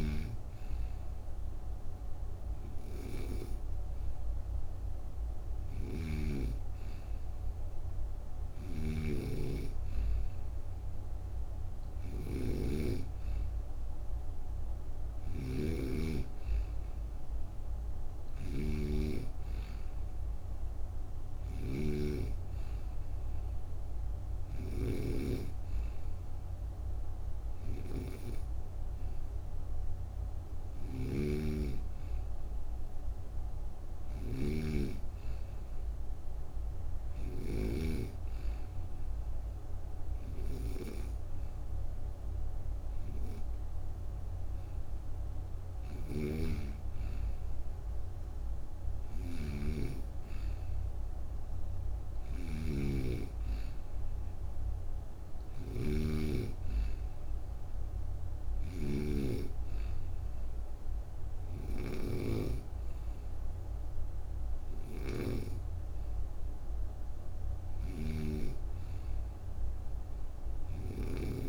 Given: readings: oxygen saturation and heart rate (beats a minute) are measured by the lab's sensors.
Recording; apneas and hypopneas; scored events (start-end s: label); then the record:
breathing in sleep by a room microphone; none
8.00-24.50 s: snoring (device-marked)
30.50-37.50 s: snoring (device-marked)
45.50-71.49 s: snoring (device-marked)
From the record:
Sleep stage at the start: N2 (light sleep); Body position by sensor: on the right side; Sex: female